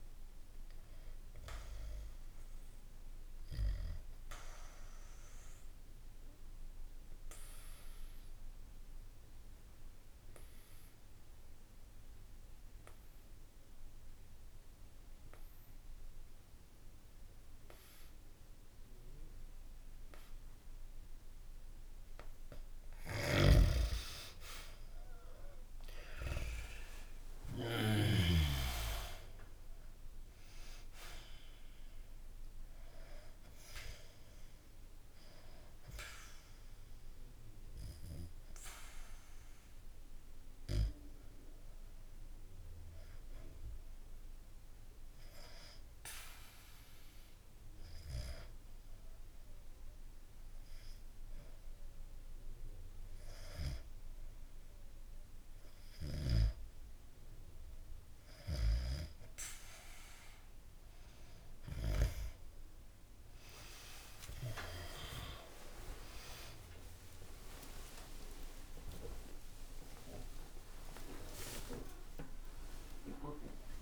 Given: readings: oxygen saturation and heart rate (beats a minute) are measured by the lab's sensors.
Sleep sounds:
breathing in sleep by a room microphone; 2
1.00-16.00 s: oxygen desaturation (device-marked, oxygen 96% before, 92% lowest, heart rate 69 before, 62 extreme)
2.00-22.50 s: obstructive apnea (oxygen 97% before, 90% lowest, heart rate 69 before, 62 extreme, up 10 after)
23.00-28.50 s: snoring (device-marked)
24.00-28.50 s: arousal
30.00-45.00 s: oxygen desaturation (device-marked, oxygen 98% before, 90% lowest, heart rate 67 before, 67 extreme)
34.50-60.00 s: obstructive apnea (oxygen 98% before, 90% lowest, heart rate 69 before, 67 extreme, up 52 after)
60.00-73.82 s: new sleep stage, awake
From the record:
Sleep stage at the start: N2 (light sleep); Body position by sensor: on the back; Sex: male

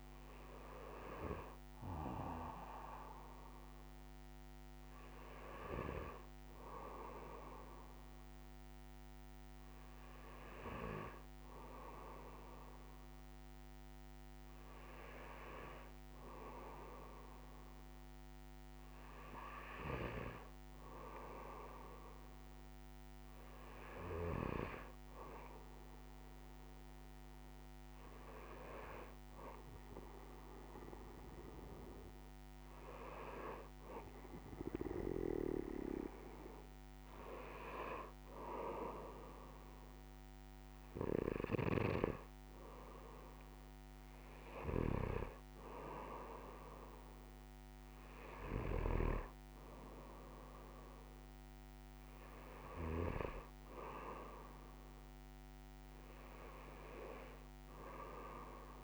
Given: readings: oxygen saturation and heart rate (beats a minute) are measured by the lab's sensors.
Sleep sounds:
breathing in sleep by a microphone on the trachea; none
none scored
From the record:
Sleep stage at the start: N2 (light sleep); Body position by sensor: on the right side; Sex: male

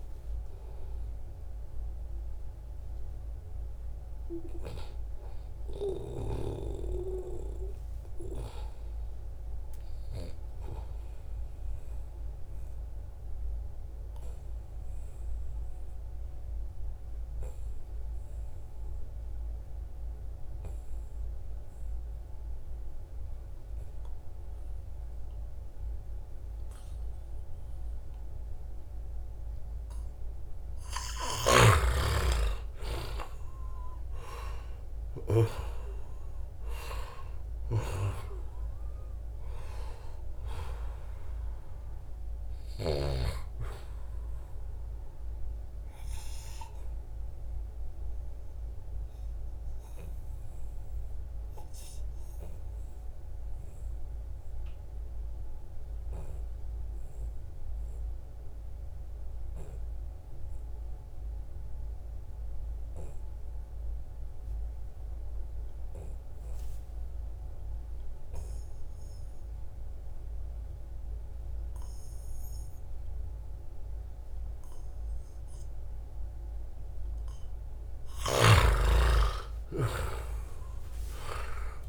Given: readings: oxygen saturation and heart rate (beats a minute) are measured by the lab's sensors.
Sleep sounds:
breathing in sleep by a room microphone; 2
0.00-13.00 s: oxygen desaturation (device-marked, oxygen 87% lowest, heart rate 71 extreme)
12.50-30.00 s: obstructive apnea (oxygen 95% before, 90% lowest, heart rate 81 before, 71 extreme, up 7 after)
32.00-36.00 s: arousal
32.00-57.00 s: oxygen desaturation (device-marked, oxygen 96% before, 90% lowest, heart rate 73 before, 67 extreme)
46.50-76.50 s: obstructive apnea (oxygen 96% before, 87% lowest, heart rate 77 before, 67 extreme, up 7 after)
75.00-81.89 s: oxygen desaturation (device-marked, oxygen 96% before, 87% lowest, heart rate 71 before, 68 extreme)
77.50-81.89 s: snoring (device-marked)
78.50-81.89 s: arousal
From the record:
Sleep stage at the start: N2 (light sleep); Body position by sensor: on the back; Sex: male

